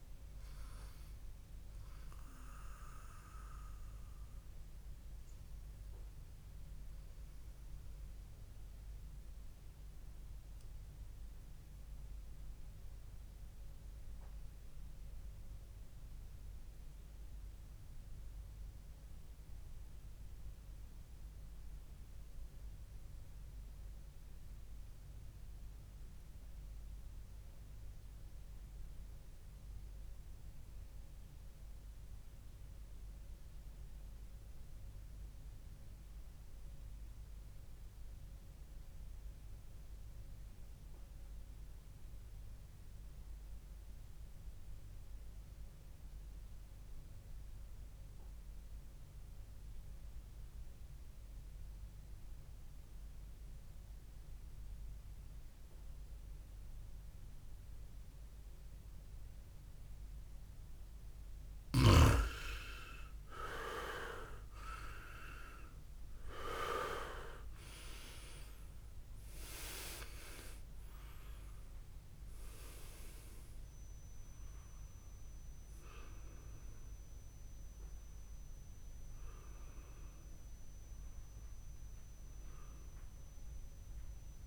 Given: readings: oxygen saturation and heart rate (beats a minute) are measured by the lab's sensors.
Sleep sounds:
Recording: breathing in sleep by a room microphone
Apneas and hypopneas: 1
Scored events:
4.00-63.00 s: mixed apnea (oxygen 98% before, 91% lowest, heart rate 59 before, 52 extreme, up 9 after)
55.50-76.50 s: oxygen desaturation (device-marked, oxygen 97% before, 91% lowest, heart rate 58 before, 53 extreme)
59.50-84.47 s: new sleep stage, REM sleep
64.50-69.50 s: arousal
From the record:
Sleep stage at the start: N2 (light sleep)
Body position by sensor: on the back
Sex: male

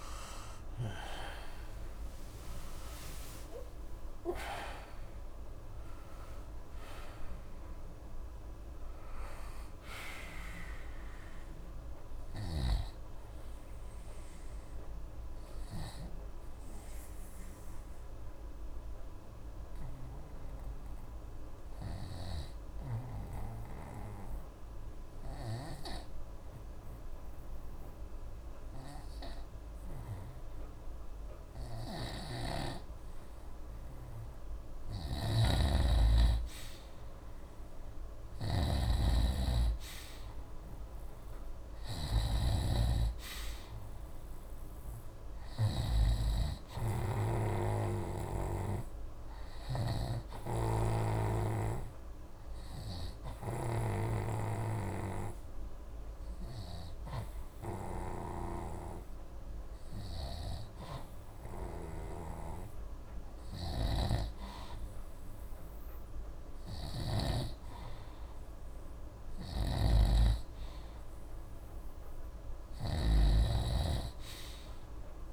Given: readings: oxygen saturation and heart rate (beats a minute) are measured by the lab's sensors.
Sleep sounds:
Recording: breathing in sleep by a room microphone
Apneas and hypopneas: 2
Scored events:
0.00-4.00 s: arousal
0.00-23.50 s: oxygen desaturation (device-marked, oxygen 88% lowest, heart rate 59 extreme)
19.00-34.00 s: obstructive apnea (oxygen 94% before, 89% lowest, heart rate 109 before, 59 extreme, up 40 after)
32.00-46.00 s: snoring (device-marked)
36.00-39.50 s: arousal
36.50-60.50 s: oxygen desaturation (device-marked, oxygen 97% before, 89% lowest, heart rate 78 before, 55 extreme)
50.50-67.50 s: snoring (device-marked)
53.50-67.00 s: hypopnea (oxygen 97% before, 90% lowest, heart rate 97 before, 55 extreme, up 58 after)
69.50-75.33 s: snoring (device-marked)
70.50-74.50 s: arousal
From the record:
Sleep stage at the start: N2 (light sleep)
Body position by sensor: on the right side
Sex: male

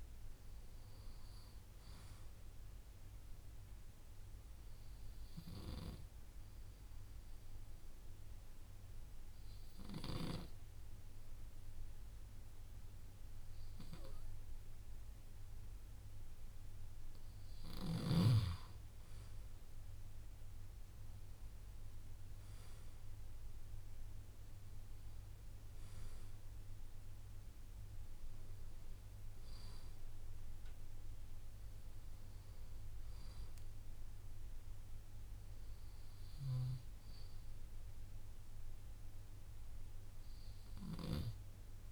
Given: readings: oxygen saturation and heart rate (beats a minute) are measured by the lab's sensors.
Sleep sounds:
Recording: breathing in sleep by a room microphone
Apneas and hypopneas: 1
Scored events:
5.50-16.50 s: obstructive apnea (oxygen 95% before, 94% lowest)
19.00-23.50 s: arousal
From the record:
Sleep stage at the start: N2 (light sleep)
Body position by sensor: on the left side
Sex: male

